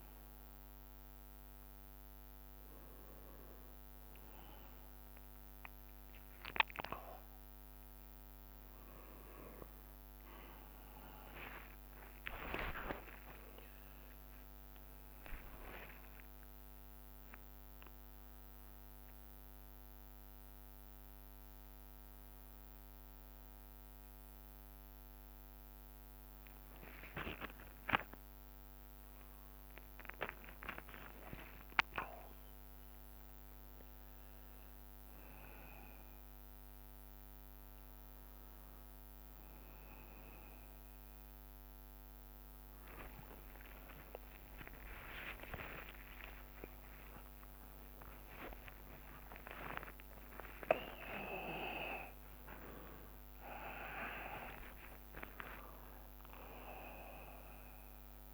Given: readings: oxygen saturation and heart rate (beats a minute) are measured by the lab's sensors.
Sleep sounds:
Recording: a person awake in a sleep study, by a microphone on the trachea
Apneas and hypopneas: none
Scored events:
0.00-5.00 s: tachycardia (device-marked)
41.00-43.00 s: tachycardia (device-marked)
44.50-46.50 s: long interval between heartbeats (device-marked)
47.50-49.50 s: long interval between heartbeats (device-marked)
55.50-57.50 s: long interval between heartbeats (device-marked, heart rate 51 before, 70 extreme)
56.00-58.34 s: bradycardia (device-marked)
From the record:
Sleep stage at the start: awake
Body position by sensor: on the back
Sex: male

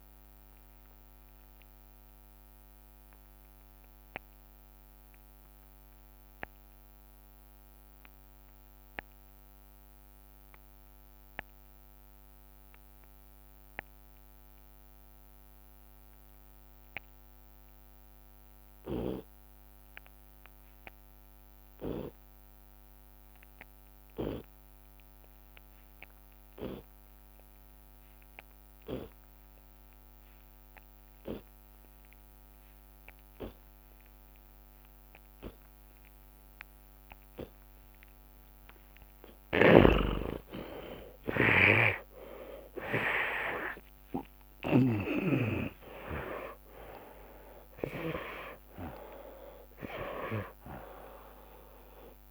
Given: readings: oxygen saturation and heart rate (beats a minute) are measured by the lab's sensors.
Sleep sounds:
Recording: breathing in sleep by a microphone on the trachea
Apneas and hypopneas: 1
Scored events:
0.00-1.00 s: long interval between heartbeats (device-marked)
0.00-1.50 s: drop in pulse transit time (device-marked)
1.50-3.50 s: long interval between heartbeats (device-marked, heart rate 63 before, 52 extreme)
3.50-4.50 s: drop in pulse transit time (device-marked, heart rate 66 before, 51 extreme)
4.00-6.00 s: long interval between heartbeats (device-marked, heart rate 66 before, 51 extreme)
5.00-23.00 s: obstructive apnea (oxygen 97% before, 81% lowest, heart rate 67 before, 48 extreme, up 51 after)
6.50-8.50 s: long interval between heartbeats (device-marked, heart rate 70 before, 66 extreme)
10.00-12.00 s: long interval between heartbeats (device-marked, heart rate 69 before, 90 extreme)
11.50 s: drop in pulse transit time (device-marked)
12.50-24.50 s: oxygen desaturation (device-marked, oxygen 97% before, 81% lowest)
14.00-16.00 s: long interval between heartbeats (device-marked, heart rate 69 before, 74 extreme)
17.00-19.00 s: long interval between heartbeats (device-marked, heart rate 66 before, 52 extreme)
17.50-20.50 s: drop in pulse transit time (device-marked, heart rate 64 before, 48 extreme)
23.50-27.50 s: drop in pulse transit time (device-marked, heart rate 65 before, 57 extreme)
26.00-28.00 s: long interval between heartbeats (device-marked, heart rate 66 before, 90 extreme)
26.50-29.50 s: arousal
30.50-32.50 s: long interval between heartbeats (device-marked, heart rate 69 before, 77 extreme)
34.50-44.50 s: tachycardia (device-marked, heart rate 69 before, 109 extreme)
37.00-39.00 s: long interval between heartbeats (device-marked, heart rate 73 before, 93 extreme)
38.50-45.50 s: drop in pulse transit time (device-marked, heart rate 78 before, 106 extreme)
39.50-41.50 s: long interval between heartbeats (device-marked, heart rate 81 before, 106 extreme)
39.50-45.00 s: snoring (device-marked)
46.50-50.50 s: arousal
48.50-50.50 s: long interval between heartbeats (device-marked)
From the record:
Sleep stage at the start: N2 (light sleep)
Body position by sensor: on the left side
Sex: male

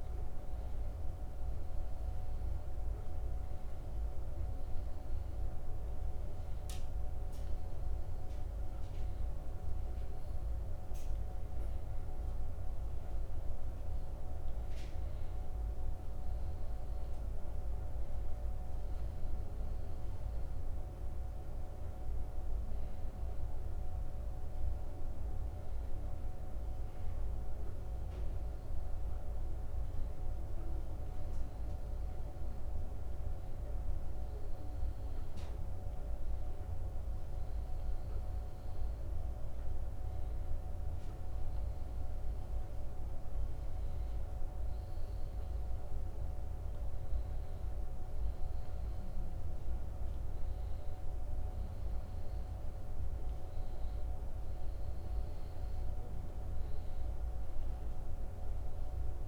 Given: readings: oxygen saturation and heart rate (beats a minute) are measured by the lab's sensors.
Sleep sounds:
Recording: breathing in sleep, hard to hear, by a room microphone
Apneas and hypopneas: none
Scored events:
none scored
From the record:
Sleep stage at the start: N2 (light sleep)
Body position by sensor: on the back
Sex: male

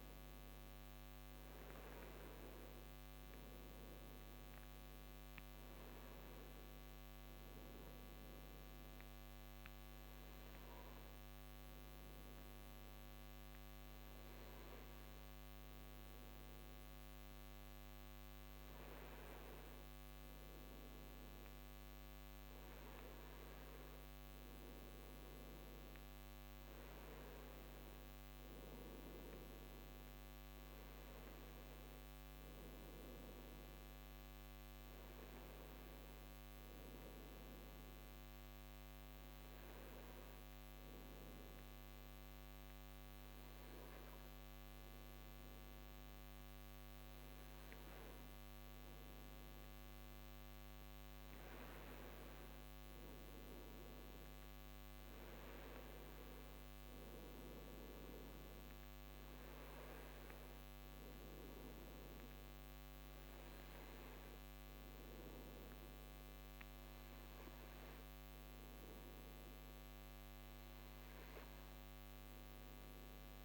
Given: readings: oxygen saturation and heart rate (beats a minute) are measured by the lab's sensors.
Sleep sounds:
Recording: breathing in sleep, hard to hear, by a microphone on the trachea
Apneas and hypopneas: none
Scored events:
none scored
From the record:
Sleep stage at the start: N2 (light sleep)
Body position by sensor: on the right side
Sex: male

